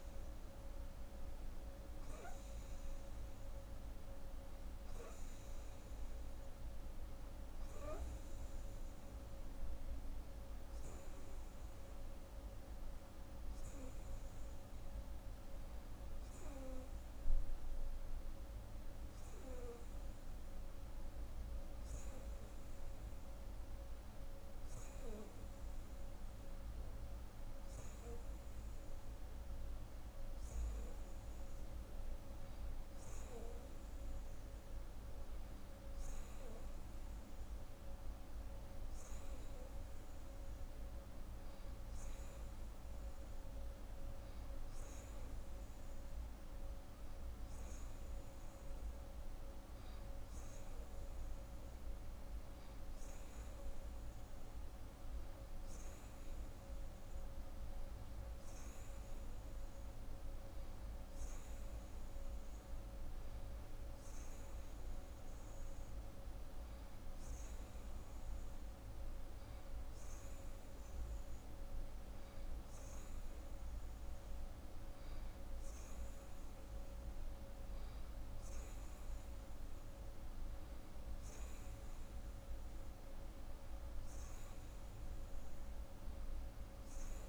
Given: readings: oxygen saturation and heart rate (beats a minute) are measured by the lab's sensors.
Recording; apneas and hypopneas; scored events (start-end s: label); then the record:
breathing in sleep, hard to hear, by a room microphone; none
none scored
From the record:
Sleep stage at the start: N2 (light sleep); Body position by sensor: on the right side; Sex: female